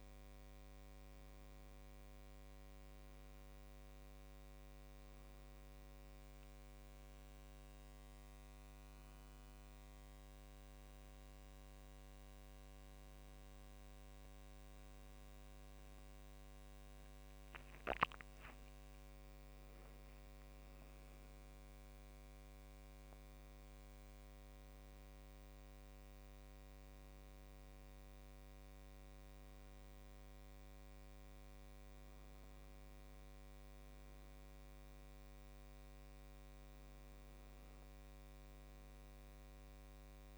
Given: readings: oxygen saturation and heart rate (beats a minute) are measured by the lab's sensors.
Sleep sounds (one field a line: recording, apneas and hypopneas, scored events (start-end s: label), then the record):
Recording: a person awake in a sleep study, hard to hear, by a microphone on the trachea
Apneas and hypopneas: none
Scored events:
none scored
From the record:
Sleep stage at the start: awake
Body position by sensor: on the back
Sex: male